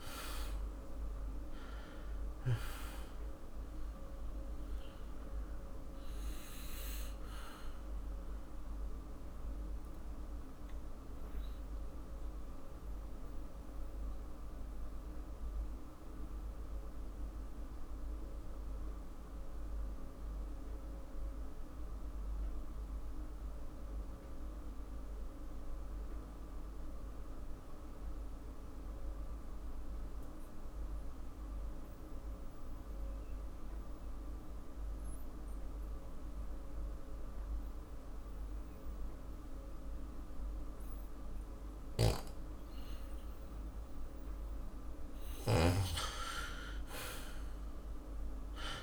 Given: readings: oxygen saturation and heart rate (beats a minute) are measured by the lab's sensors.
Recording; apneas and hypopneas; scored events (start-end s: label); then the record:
breathing in sleep by a room microphone; 1
0.00-1.00 s: arousal
5.00-43.00 s: mixed apnea (oxygen 99% before, 92% lowest, heart rate 55 before, 47 extreme, up 6 after)
24.00-39.00 s: oxygen desaturation (device-marked, oxygen 97% before, 92% lowest, heart rate 52 before, 47 extreme)
41.50-45.50 s: snoring (device-marked)
From the record:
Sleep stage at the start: N2 (light sleep); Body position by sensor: on the back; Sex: male